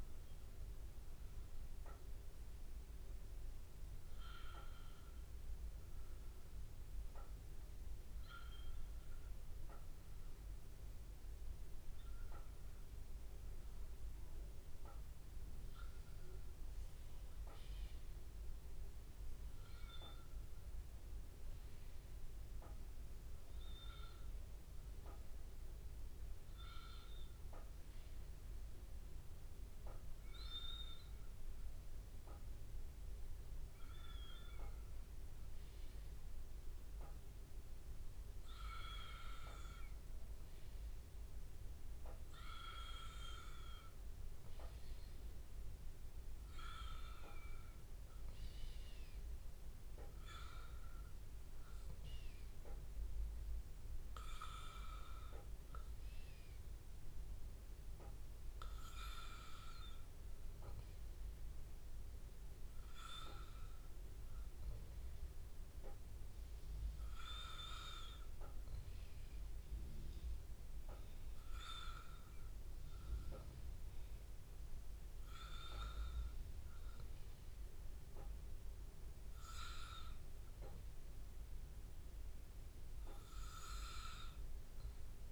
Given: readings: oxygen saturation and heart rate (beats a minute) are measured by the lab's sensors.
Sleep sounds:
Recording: breathing in sleep by a room microphone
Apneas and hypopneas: none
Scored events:
none scored
From the record:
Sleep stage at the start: N2 (light sleep)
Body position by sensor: on the back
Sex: male

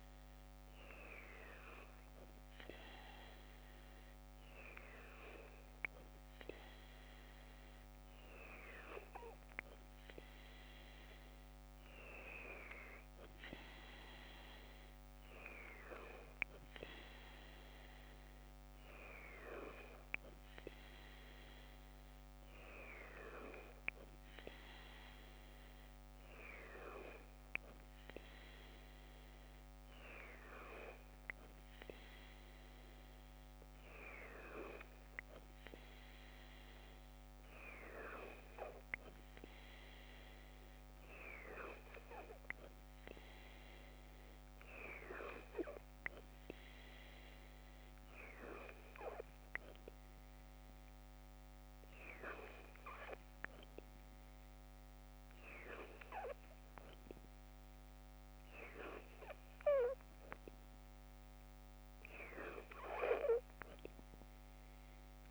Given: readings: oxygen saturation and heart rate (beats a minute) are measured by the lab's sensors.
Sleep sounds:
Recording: breathing in sleep by a microphone on the trachea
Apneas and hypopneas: none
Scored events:
none scored
From the record:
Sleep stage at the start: N2 (light sleep)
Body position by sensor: on the left side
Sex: female

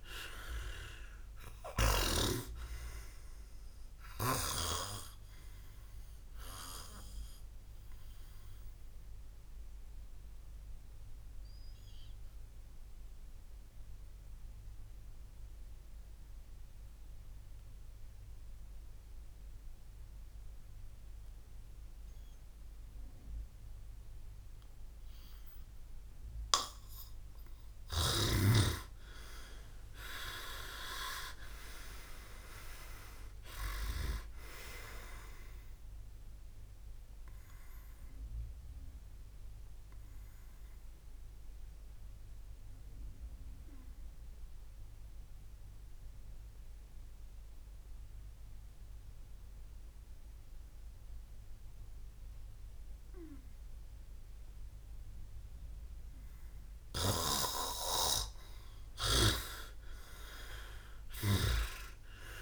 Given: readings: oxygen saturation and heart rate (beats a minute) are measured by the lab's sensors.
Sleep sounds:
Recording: breathing in sleep by a room microphone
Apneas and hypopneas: 2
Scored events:
0.00-2.50 s: snoring (device-marked)
0.00-11.00 s: oxygen desaturation (device-marked, oxygen 92% lowest, heart rate 59 extreme)
4.50-27.00 s: obstructive apnea (oxygen 99% before, 90% lowest, heart rate 64 before, 58 extreme, up 18 after)
21.00-29.00 s: oxygen desaturation (device-marked, oxygen 93% before, 90% lowest, heart rate 62 before, 58 extreme)
30.00-34.00 s: arousal
38.00-52.00 s: oxygen desaturation (device-marked, oxygen 100% before, 92% lowest, heart rate 66 before, 56 extreme)
38.00-57.50 s: obstructive apnea (oxygen 100% before, 90% lowest, heart rate 66 before, 56 extreme, up 12 after)
57.00-61.50 s: snoring (device-marked)
57.00-62.42 s: oxygen desaturation (device-marked, oxygen 94% before, 91% lowest, heart rate 61 before, 56 extreme)
59.00-62.42 s: arousal
From the record:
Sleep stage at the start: N2 (light sleep)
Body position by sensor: on the back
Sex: male

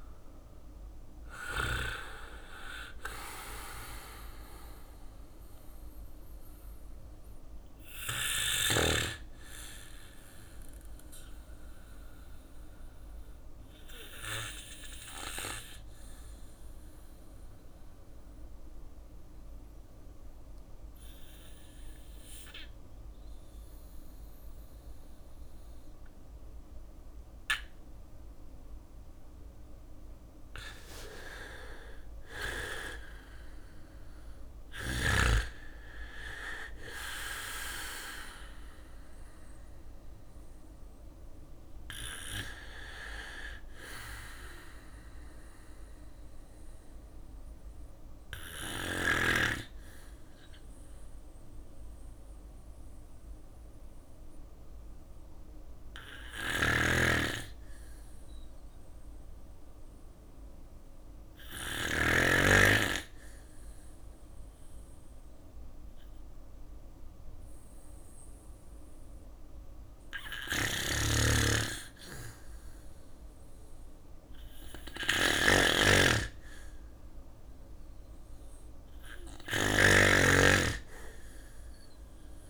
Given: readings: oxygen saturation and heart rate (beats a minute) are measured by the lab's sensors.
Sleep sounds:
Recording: breathing in sleep by a room microphone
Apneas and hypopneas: 2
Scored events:
0.00-8.00 s: drop in pulse transit time (device-marked, heart rate 61 extreme)
0.00-15.00 s: oxygen desaturation (device-marked, oxygen 90% lowest, heart rate 58 extreme)
8.50-28.00 s: obstructive apnea (oxygen 96% before, 90% lowest, heart rate 64 before, 57 extreme)
30.00-34.00 s: arousal
34.00-45.00 s: drop in pulse transit time (device-marked, heart rate 62 before, 57 extreme)
34.00-47.00 s: oxygen desaturation (device-marked, oxygen 99% before, 95% lowest, heart rate 62 before, 57 extreme)
34.00-53.00 s: bradycardia (device-marked, heart rate 61 before, 57 extreme)
47.00-72.50 s: obstructive apnea (oxygen 100% before, 94% lowest, heart rate 59 before, 54 extreme, up 4 after)
55.00-61.00 s: snoring (device-marked)
64.00-67.00 s: bradycardia (device-marked, heart rate 61 before, 61 extreme)
69.00-82.50 s: snoring (device-marked)
73.50-77.50 s: arousal
76.00-82.50 s: oxygen desaturation (device-marked, oxygen 99% before, 94% lowest, heart rate 61 before, 54 extreme)
78.00-82.50 s: bradycardia (device-marked, heart rate 61 before, 54 extreme)
From the record:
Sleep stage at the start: N2 (light sleep)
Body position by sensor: on the back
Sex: male

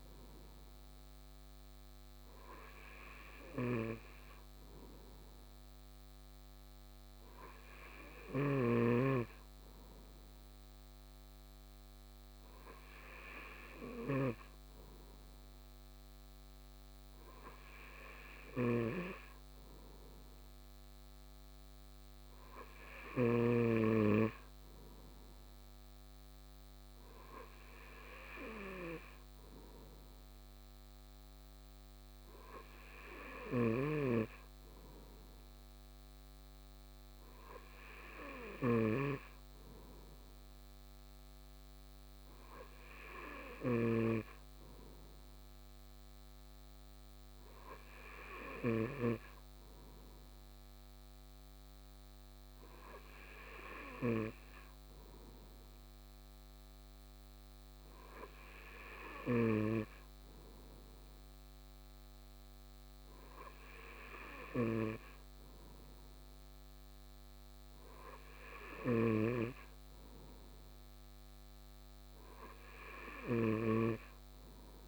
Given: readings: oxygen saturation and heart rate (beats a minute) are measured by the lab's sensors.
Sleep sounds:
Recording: breathing in sleep by a microphone on the trachea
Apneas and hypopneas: none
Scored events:
none scored
From the record:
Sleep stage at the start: N2 (light sleep)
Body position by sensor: on the right side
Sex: male

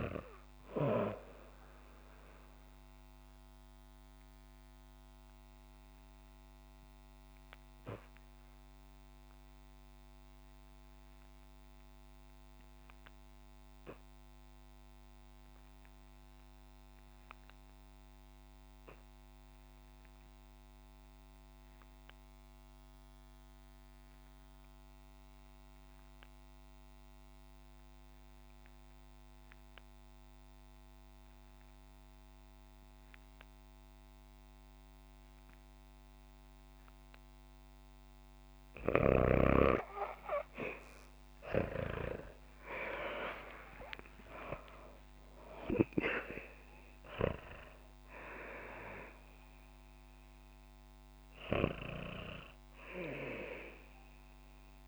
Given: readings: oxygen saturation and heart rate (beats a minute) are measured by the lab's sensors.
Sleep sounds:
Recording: breathing in sleep by a microphone on the trachea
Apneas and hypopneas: 1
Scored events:
0.00-12.50 s: oxygen desaturation (device-marked, oxygen 73% lowest, heart rate 49 extreme)
2.50-37.00 s: obstructive apnea (oxygen 94% before, 72% lowest, heart rate 61 before, 49 extreme, up 35 after)
26.50-54.87 s: oxygen desaturation (device-marked, oxygen 98% before, 72% lowest, heart rate 57 before, 49 extreme)
41.00-46.50 s: arousal
From the record:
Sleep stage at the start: REM sleep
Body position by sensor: on the back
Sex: female

